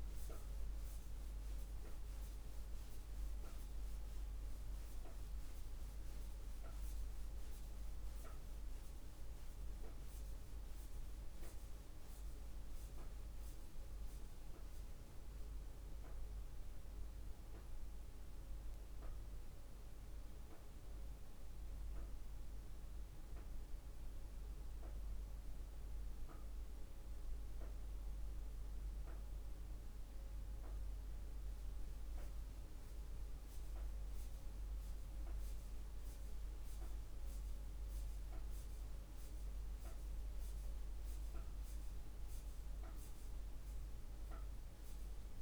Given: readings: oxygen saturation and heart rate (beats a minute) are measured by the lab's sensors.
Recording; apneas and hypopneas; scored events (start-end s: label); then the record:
breathing in sleep, hard to hear, by a room microphone; 1
15.00-30.00 s: obstructive apnea (oxygen 96% before, 94% lowest, heart rate 55 before, 53 extreme, up 7 after)
32.00-36.00 s: arousal
From the record:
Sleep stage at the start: N2 (light sleep); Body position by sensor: on the back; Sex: female